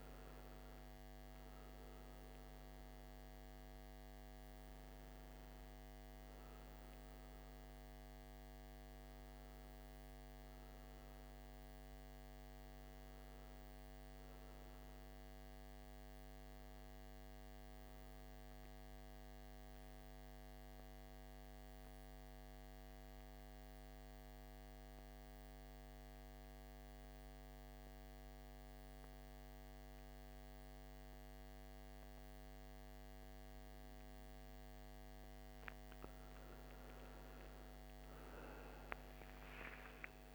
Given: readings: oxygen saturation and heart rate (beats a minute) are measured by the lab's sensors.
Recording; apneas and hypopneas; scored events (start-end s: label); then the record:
breathing in sleep, hard to hear, by a microphone on the trachea; 1
1.50-14.50 s: oxygen desaturation (device-marked, oxygen 97% before, 93% lowest, heart rate 60 before, 57 extreme)
20.50-36.00 s: central apnea (oxygen 97% before, 90% lowest, heart rate 64 before, 57 extreme, up 10 after)
33.50-40.35 s: oxygen desaturation (device-marked, oxygen 97% before, 90% lowest, heart rate 59 before, 55 extreme)
38.00-40.35 s: arousal
From the record:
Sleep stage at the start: N2 (light sleep); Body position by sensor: on the right side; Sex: male